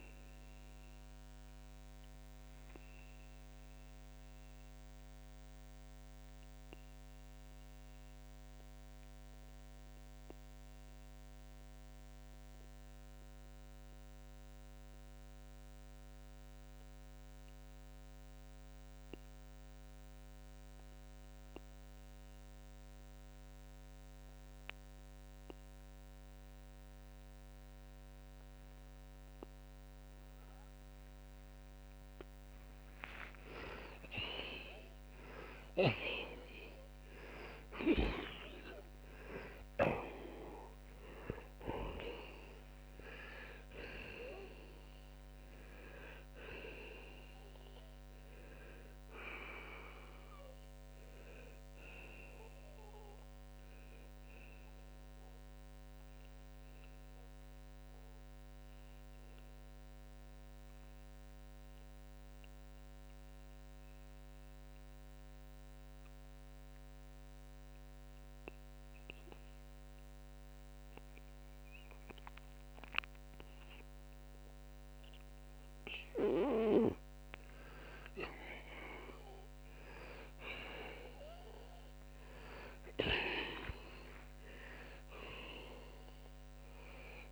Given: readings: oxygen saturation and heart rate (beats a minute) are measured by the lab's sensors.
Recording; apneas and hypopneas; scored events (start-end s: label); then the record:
breathing in sleep by a microphone on the trachea; 2
2.00-31.00 s: mixed apnea (oxygen 96% before, 82% lowest, heart rate 94 before, 60 extreme)
2.50-32.50 s: oxygen desaturation (device-marked, oxygen 96% before, 84% lowest, heart rate 95 before, 60 extreme)
33.50-39.50 s: arousal
59.50-81.50 s: oxygen desaturation (device-marked, oxygen 92% before, 82% lowest, heart rate 113 before, 59 extreme)
60.00-76.50 s: mixed apnea (oxygen 94% before, 82% lowest, heart rate 113 before, 66 extreme, up 59 after)
80.50-85.50 s: arousal
From the record:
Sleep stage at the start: N2 (light sleep); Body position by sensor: on the back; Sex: male